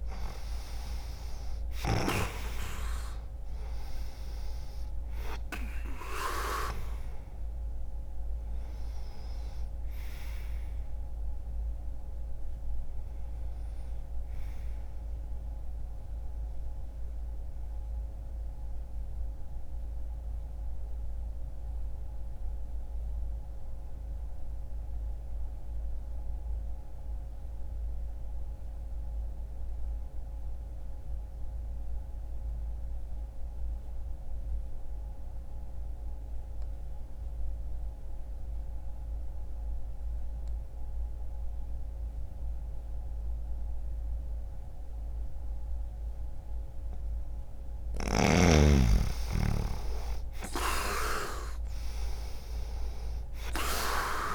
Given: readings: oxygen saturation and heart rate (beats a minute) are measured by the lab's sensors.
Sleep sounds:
breathing in sleep by a room microphone; 1
0.00-2.00 s: arousal
0.50-32.50 s: oxygen desaturation (device-marked, oxygen 98% before, 88% lowest, heart rate 62 before, 60 extreme)
16.00-46.50 s: obstructive apnea (oxygen 99% before, 88% lowest, heart rate 62 before, 60 extreme, up 2 after)
45.50-54.35 s: oxygen desaturation (device-marked, oxygen 98% before, 91% lowest, heart rate 61 before, 60 extreme)
47.50-52.50 s: arousal
From the record:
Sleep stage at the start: N2 (light sleep); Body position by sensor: on the back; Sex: male

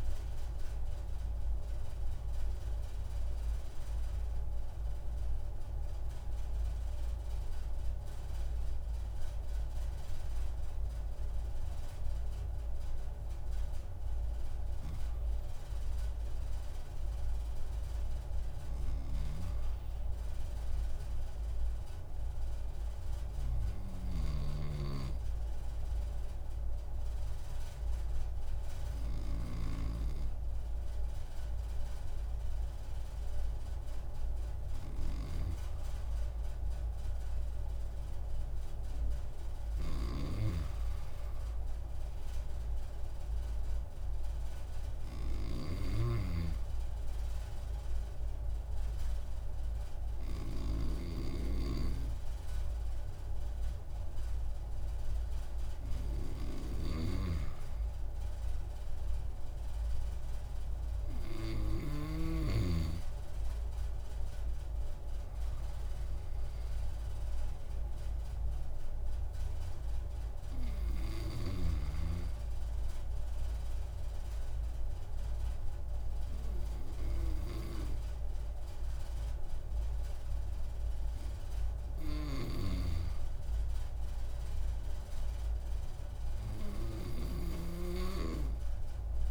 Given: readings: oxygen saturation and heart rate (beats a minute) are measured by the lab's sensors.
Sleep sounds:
breathing in sleep by a room microphone; 4
4.50-15.50 s: mixed apnea (oxygen 97% before, 93% lowest)
17.50-21.00 s: arousal
25.00-36.00 s: obstructive apnea (oxygen 96% before, 93% lowest)
39.50-42.50 s: arousal
46.50-58.00 s: obstructive apnea (oxygen 96% before, 93% lowest)
60.50-64.50 s: arousal
73.00-83.00 s: obstructive apnea (oxygen 95% before, 90% lowest)
86.50-89.31 s: arousal
From the record:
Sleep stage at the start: N2 (light sleep); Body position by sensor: on the back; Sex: male

